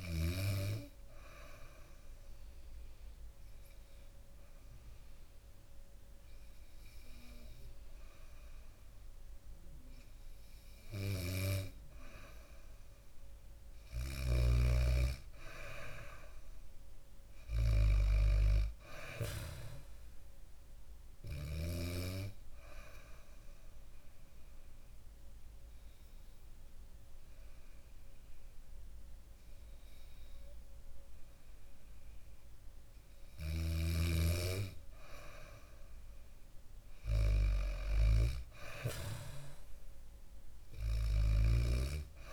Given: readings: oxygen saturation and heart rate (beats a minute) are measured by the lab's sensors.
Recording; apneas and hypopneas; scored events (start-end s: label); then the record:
breathing in sleep by a room microphone; 2
0.00-12.50 s: oxygen desaturation (device-marked, oxygen 94% lowest, heart rate 65 extreme)
0.50-11.00 s: hypopnea (oxygen 97% before, 93% lowest, heart rate 69 before, 65 extreme, up 1 after)
13.50-16.50 s: arousal
20.00-32.00 s: hypopnea (oxygen 97% before, 93% lowest, heart rate 68 before, 65 extreme, up 2 after)
34.00-38.00 s: arousal
39.50-42.32 s: oxygen desaturation (device-marked, oxygen 97% before, 93% lowest, heart rate 67 before, 65 extreme)
From the record:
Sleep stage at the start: N2 (light sleep); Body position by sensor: on the back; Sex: female